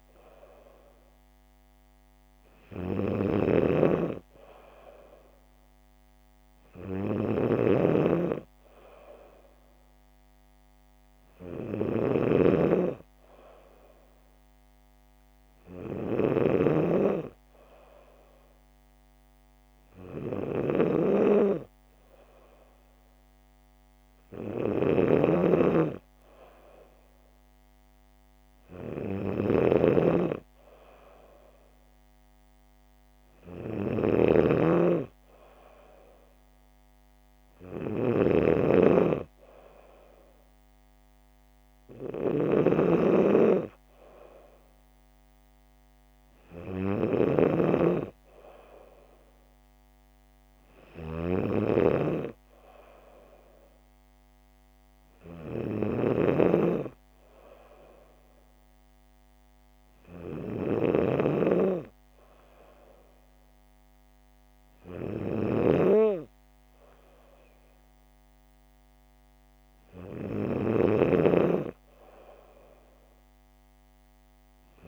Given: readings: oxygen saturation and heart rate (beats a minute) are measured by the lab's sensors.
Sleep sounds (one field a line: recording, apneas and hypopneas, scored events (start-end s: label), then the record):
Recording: breathing in sleep by a microphone on the trachea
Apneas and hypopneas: none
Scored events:
0.00-16.50 s: snoring (device-marked)
24.50-47.50 s: snoring (device-marked)
56.00-61.50 s: snoring (device-marked)
70.50-74.88 s: snoring (device-marked)
From the record:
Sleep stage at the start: N3 (deep sleep)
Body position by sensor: on the back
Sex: female